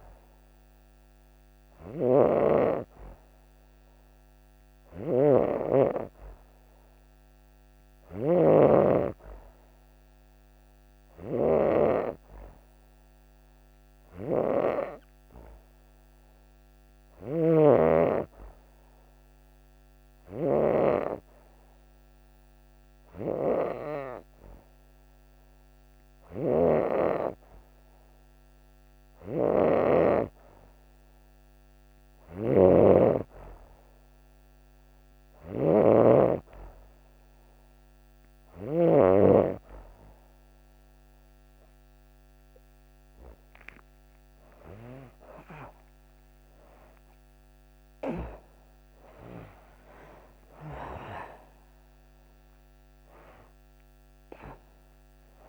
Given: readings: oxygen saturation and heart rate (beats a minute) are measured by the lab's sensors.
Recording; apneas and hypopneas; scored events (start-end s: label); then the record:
a person partly awake in a sleep study, by a microphone on the trachea; none
0.00-38.50 s: snoring (device-marked)
34.50-55.49 s: new sleep stage, awake
From the record:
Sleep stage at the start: N2 (light sleep); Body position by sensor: on the back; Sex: female